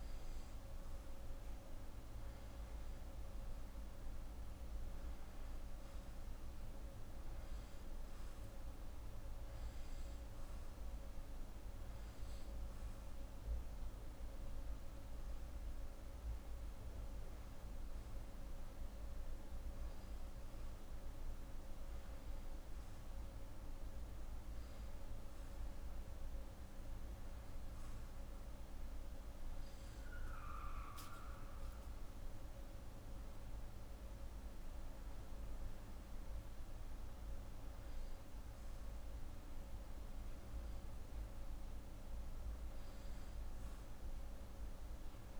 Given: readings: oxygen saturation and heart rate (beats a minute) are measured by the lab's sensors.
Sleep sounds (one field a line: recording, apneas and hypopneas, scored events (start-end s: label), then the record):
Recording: breathing in sleep, hard to hear, by a room microphone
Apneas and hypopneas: none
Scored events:
none scored
From the record:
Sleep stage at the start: N2 (light sleep)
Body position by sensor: on the back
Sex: female